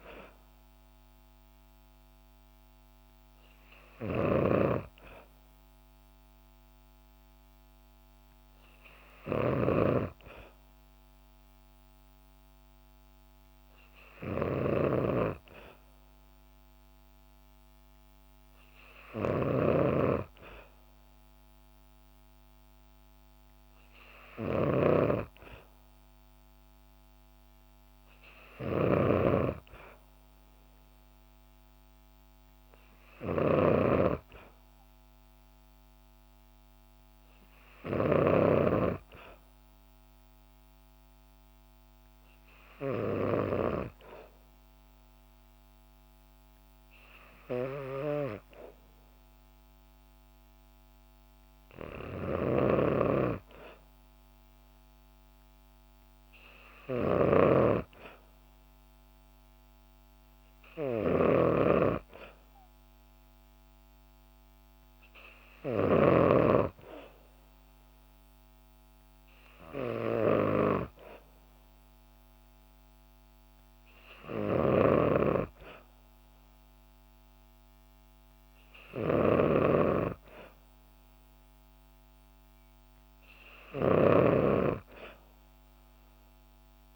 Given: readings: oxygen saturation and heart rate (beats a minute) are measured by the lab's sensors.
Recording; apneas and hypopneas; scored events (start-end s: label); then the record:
breathing in sleep by a microphone on the trachea; none
0.00-38.00 s: snoring (device-marked)
52.00-86.96 s: snoring (device-marked)
From the record:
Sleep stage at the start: N2 (light sleep); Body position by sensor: on the back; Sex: female